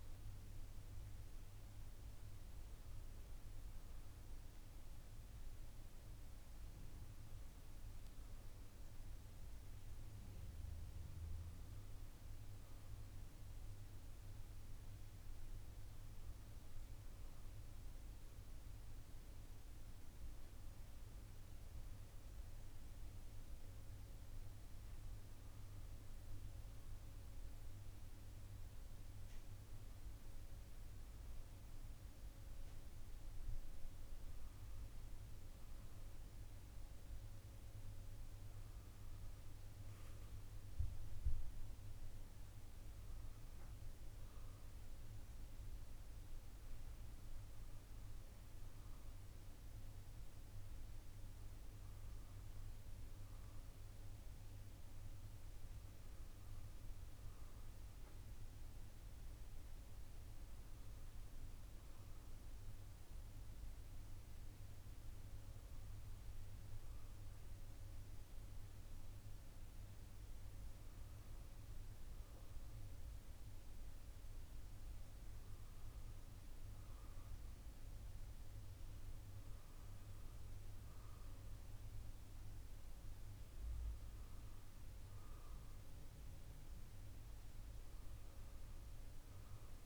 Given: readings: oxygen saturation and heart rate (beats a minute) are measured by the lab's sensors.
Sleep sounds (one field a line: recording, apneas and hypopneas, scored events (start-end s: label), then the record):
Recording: breathing in sleep, hard to hear, by a room microphone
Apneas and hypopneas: none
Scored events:
none scored
From the record:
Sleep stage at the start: N1 (lightest sleep)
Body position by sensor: on the left side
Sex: male